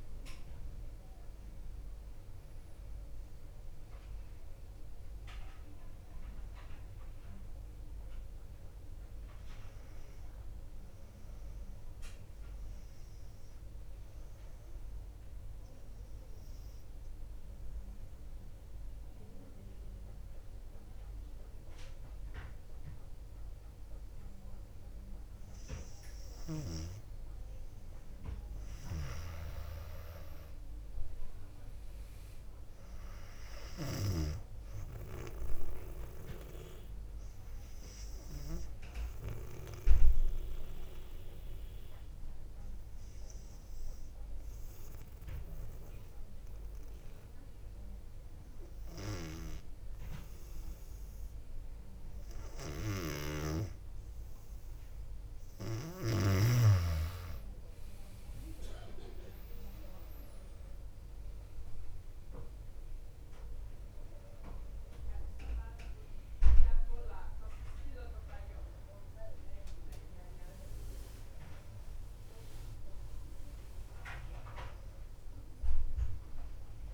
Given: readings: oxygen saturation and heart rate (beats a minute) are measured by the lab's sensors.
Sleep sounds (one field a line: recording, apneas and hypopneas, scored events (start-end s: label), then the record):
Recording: breathing in sleep by a room microphone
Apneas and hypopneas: 2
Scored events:
14.00-25.50 s: obstructive apnea (oxygen 98% before, 95% lowest, heart rate 64 before, 57 extreme, up 2 after)
26.50-30.50 s: arousal
32.50-47.50 s: oxygen desaturation (device-marked, oxygen 99% before, 95% lowest, heart rate 57 before, 58 extreme)
38.50-54.50 s: obstructive apnea (oxygen 100% before, 95% lowest, heart rate 58 before, 59 extreme, up 4 after)
56.50-76.94 s: new sleep stage, N1 (lightest sleep)
60.50-66.50 s: arousal
From the record:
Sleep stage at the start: N2 (light sleep)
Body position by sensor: on the back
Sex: female